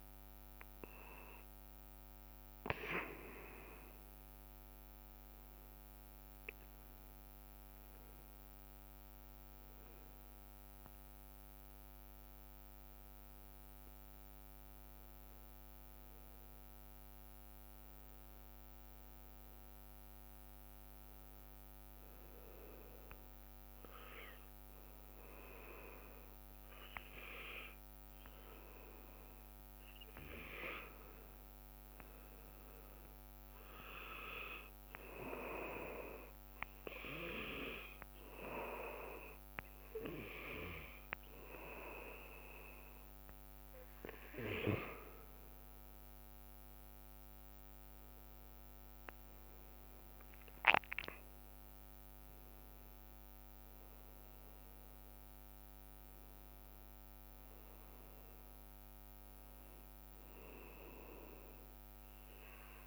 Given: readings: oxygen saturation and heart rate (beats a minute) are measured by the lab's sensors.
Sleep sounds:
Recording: breathing in sleep by a microphone on the trachea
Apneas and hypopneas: 1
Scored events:
0.00-2.00 s: long interval between heartbeats (device-marked, heart rate 35 before, 60 extreme)
5.50-7.50 s: long interval between heartbeats (device-marked, heart rate 41 before, 46 extreme)
14.00-16.00 s: long interval between heartbeats (device-marked, heart rate 45 before, 57 extreme)
14.50-18.50 s: arousal
24.00-26.00 s: long interval between heartbeats (device-marked, heart rate 47 before, 59 extreme)
31.00-33.00 s: long interval between heartbeats (device-marked, heart rate 48 before, 43 extreme)
34.50-46.50 s: hypopnea (oxygen 98% before, 95% lowest, heart rate 47 before, 30 extreme, up 23 after)
38.00-40.00 s: long interval between heartbeats (device-marked, heart rate 45 before, 35 extreme)
43.00-45.00 s: long interval between heartbeats (device-marked, heart rate 43 before, 37 extreme)
48.50-50.50 s: long interval between heartbeats (device-marked, heart rate 38 before, 53 extreme)
49.00-54.00 s: arousal
From the record:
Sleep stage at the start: N2 (light sleep)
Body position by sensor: on the back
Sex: male

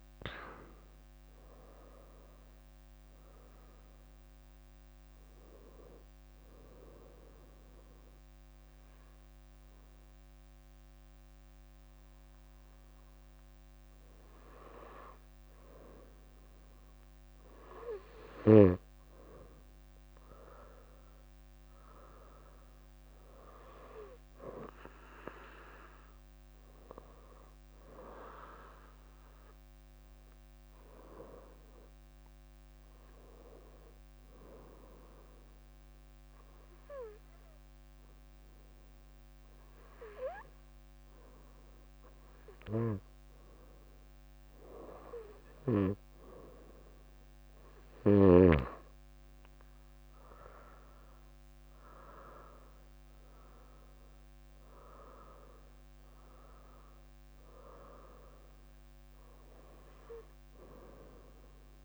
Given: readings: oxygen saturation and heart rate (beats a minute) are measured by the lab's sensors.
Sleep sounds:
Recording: breathing in sleep by a microphone on the trachea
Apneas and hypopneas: 2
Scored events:
0.00-2.50 s: oxygen desaturation (device-marked, oxygen 93% lowest, heart rate 63 extreme)
5.00-15.50 s: obstructive apnea (oxygen 98% before, 95% lowest, heart rate 78 before, 61 extreme, up 6 after)
19.50-23.00 s: arousal
32.00-43.00 s: obstructive apnea (oxygen 100% before, 96% lowest, heart rate 65 before, 57 extreme, up 8 after)
49.00-53.50 s: arousal
50.00-52.50 s: leg movement (device-marked)
53.50-56.00 s: leg movement (device-marked)
59.50-61.85 s: bradycardia (device-marked, heart rate 67 before, 58 extreme)
From the record:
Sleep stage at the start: N2 (light sleep)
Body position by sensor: on the right side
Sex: female

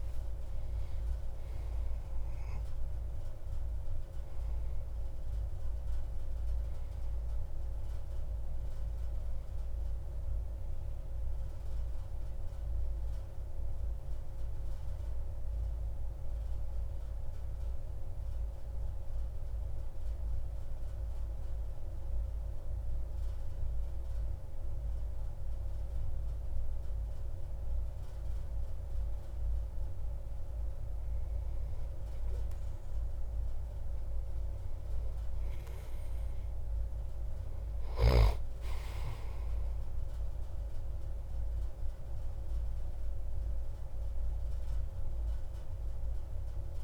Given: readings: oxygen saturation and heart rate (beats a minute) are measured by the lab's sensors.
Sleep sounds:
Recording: breathing in sleep, hard to hear, by a room microphone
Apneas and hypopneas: 1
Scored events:
0.00-27.50 s: oxygen desaturation (device-marked, oxygen 91% lowest)
13.50-29.50 s: mixed apnea (oxygen 95% before, 91% lowest)
34.50-39.50 s: arousal
From the record:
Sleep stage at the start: N2 (light sleep)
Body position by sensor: on the back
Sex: male

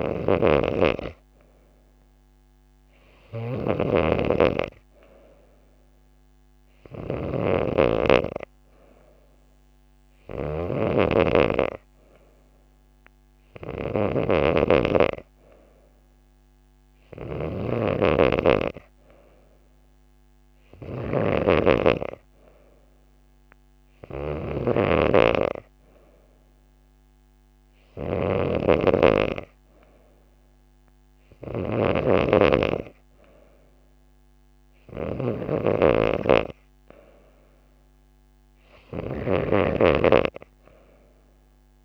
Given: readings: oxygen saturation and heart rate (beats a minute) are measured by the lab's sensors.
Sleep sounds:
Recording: breathing in sleep by a microphone on the trachea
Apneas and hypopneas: none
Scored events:
none scored
From the record:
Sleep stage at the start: N3 (deep sleep)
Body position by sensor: on the back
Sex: female

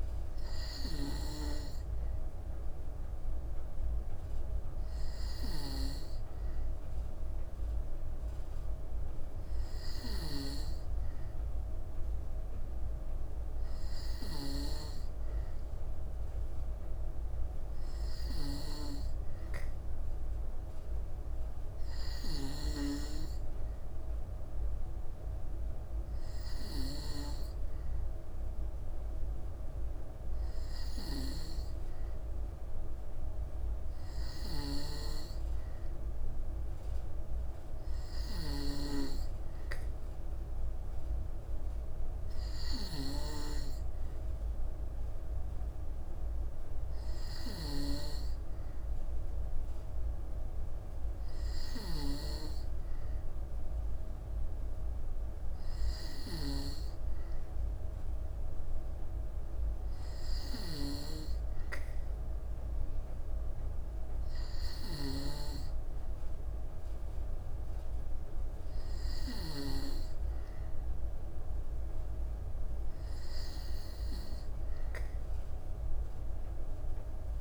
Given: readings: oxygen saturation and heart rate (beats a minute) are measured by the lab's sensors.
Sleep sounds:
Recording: breathing in sleep by a room microphone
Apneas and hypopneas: none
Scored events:
60.00-65.00 s: snoring (device-marked)
From the record:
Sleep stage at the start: N2 (light sleep)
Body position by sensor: on the back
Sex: female

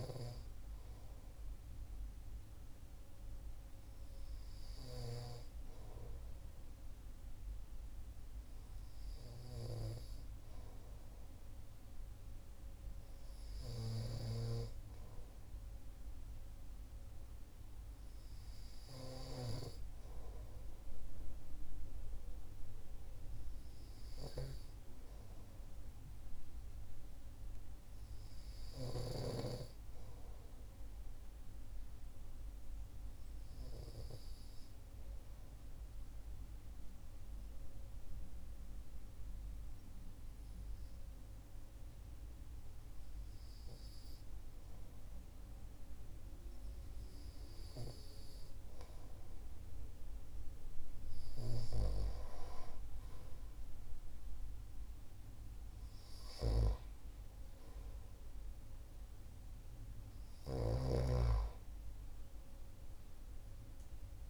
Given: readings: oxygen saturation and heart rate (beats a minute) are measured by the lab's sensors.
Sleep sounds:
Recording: breathing in sleep by a room microphone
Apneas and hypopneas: 1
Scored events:
32.50-48.50 s: hypopnea (oxygen 96% before, 92% lowest, heart rate 67 before, 64 extreme, up 5 after)
52.00-56.50 s: arousal
From the record:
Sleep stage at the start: REM sleep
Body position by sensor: on the right side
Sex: male

